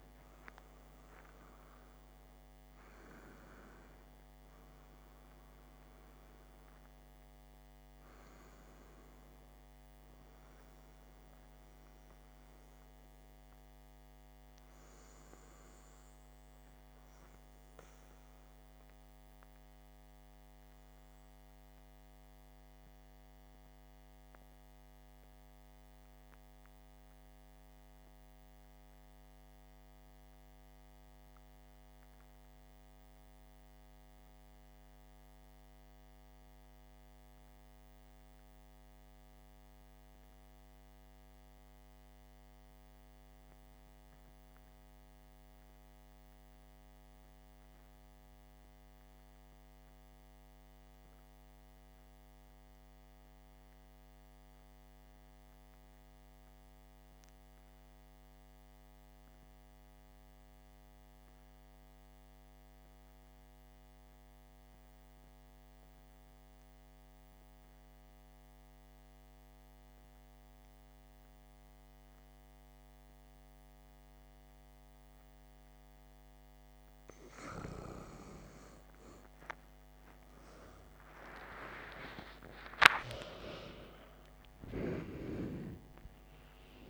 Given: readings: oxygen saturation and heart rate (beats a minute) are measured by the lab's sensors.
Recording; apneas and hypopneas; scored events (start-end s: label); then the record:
breathing in sleep by a microphone on the trachea; 1
0.00-1.50 s: arousal
0.00-30.00 s: oxygen desaturation (device-marked, oxygen 80% lowest, heart rate 55 extreme)
21.50-74.50 s: obstructive apnea (oxygen 86% before, 76% lowest, heart rate 80 before, 56 extreme, up 17 after)
47.00-86.90 s: oxygen desaturation (device-marked, oxygen 97% before, 76% lowest, heart rate 60 before, 56 extreme)
79.00-83.50 s: arousal
From the record:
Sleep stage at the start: REM sleep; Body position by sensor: on the back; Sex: male